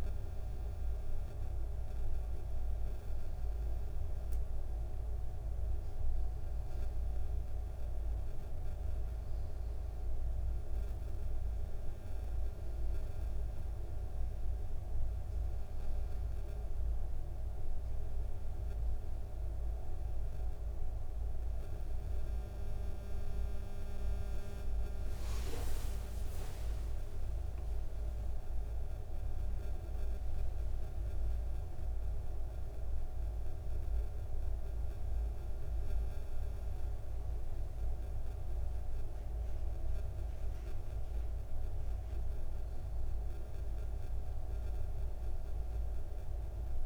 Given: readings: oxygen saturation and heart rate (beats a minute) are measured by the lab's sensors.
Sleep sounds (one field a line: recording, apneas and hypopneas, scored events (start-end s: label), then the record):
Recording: breathing in sleep, hard to hear, by a room microphone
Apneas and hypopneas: none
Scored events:
27.00-30.50 s: arousal
From the record:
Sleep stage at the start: N2 (light sleep)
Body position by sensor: on the back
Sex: male